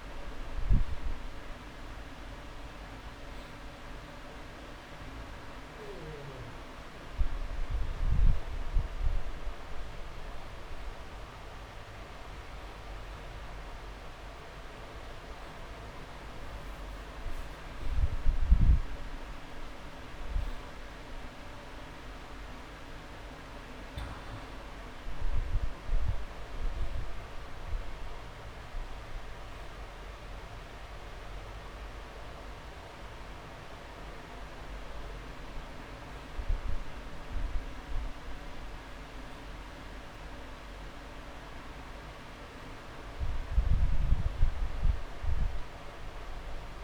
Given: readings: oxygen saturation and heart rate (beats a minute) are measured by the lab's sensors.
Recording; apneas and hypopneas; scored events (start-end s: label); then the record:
breathing in sleep, hard to hear, by a room microphone; none
4.00-6.00 s: long interval between heartbeats (device-marked)
From the record:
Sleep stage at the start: N2 (light sleep); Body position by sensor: on the back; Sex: male